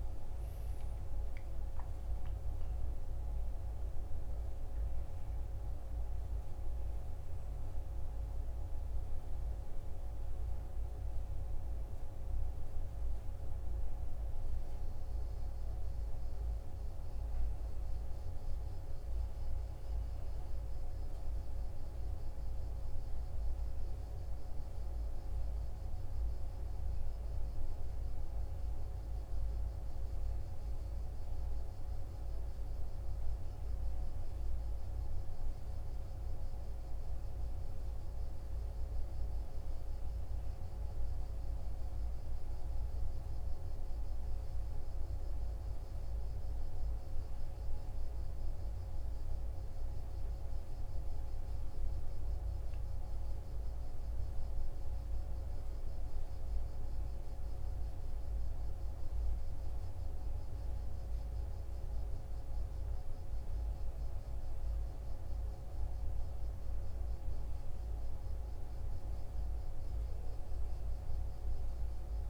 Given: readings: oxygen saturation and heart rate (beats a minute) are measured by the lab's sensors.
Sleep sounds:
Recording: a person awake in a sleep study, hard to hear, by a room microphone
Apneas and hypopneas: none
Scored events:
none scored
From the record:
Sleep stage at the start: awake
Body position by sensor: on the right side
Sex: male

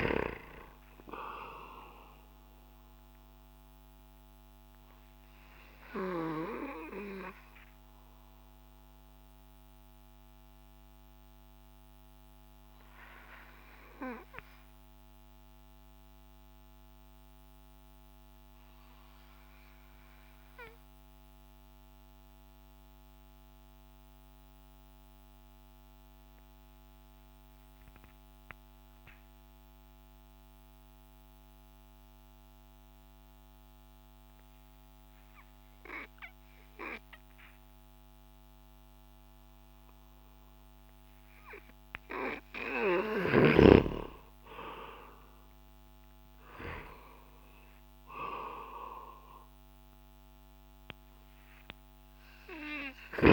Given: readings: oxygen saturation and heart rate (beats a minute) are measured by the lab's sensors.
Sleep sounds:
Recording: breathing in sleep by a microphone on the trachea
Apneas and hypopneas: 1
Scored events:
0.00-20.50 s: oxygen desaturation (device-marked, oxygen 89% lowest)
3.00-42.50 s: mixed apnea (oxygen 97% before, 89% lowest)
38.50-53.33 s: oxygen desaturation (device-marked, oxygen 97% before, 92% lowest)
48.50-53.33 s: arousal
From the record:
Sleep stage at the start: N2 (light sleep)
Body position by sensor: on the back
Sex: male

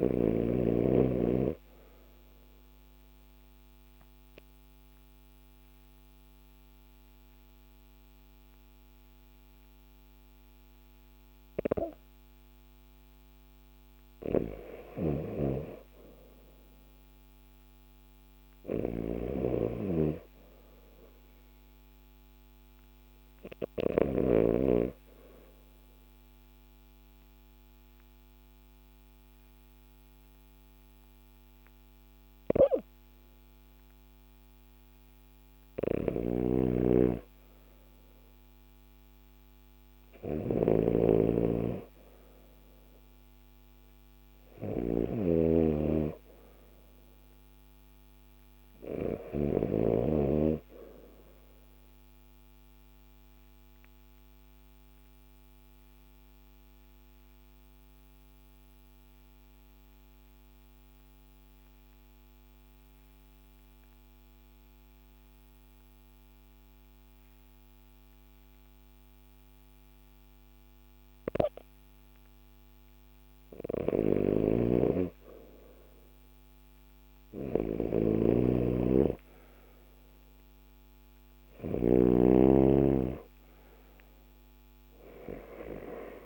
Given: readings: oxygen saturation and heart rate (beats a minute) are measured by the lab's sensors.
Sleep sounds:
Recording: breathing in sleep by a microphone on the trachea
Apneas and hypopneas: 3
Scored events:
2.50-13.50 s: obstructive apnea (oxygen 97% before, 93% lowest, heart rate 54 before, 49 extreme, up 5 after)
9.50-22.50 s: oxygen desaturation (device-marked, oxygen 96% before, 93% lowest, heart rate 54 before, 50 extreme)
17.00-21.00 s: arousal
18.50-23.50 s: snoring (device-marked)
25.50-36.00 s: obstructive apnea (oxygen 96% before, 93% lowest, heart rate 52 before, 50 extreme, up 4 after)
35.50-49.50 s: snoring (device-marked)
39.00-43.00 s: arousal
51.50-73.00 s: obstructive apnea (oxygen 95% before, 91% lowest, heart rate 53 before, 50 extreme, up 5 after)
73.50-81.50 s: snoring (device-marked)
75.50-79.00 s: arousal
From the record:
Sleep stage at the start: REM sleep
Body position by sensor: on the left side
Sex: male

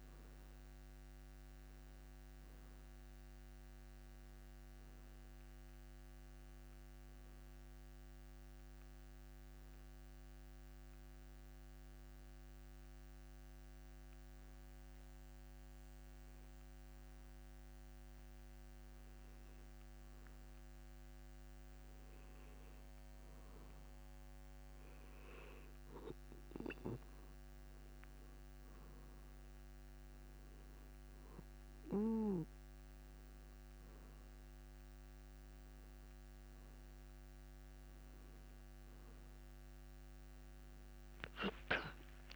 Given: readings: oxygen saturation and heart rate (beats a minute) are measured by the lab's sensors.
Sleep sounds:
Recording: breathing in sleep by a microphone on the trachea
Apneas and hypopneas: 1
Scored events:
12.00-23.00 s: hypopnea (oxygen 94% before, 92% lowest)
26.00-29.00 s: arousal
From the record:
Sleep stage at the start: N2 (light sleep)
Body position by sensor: on the back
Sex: male

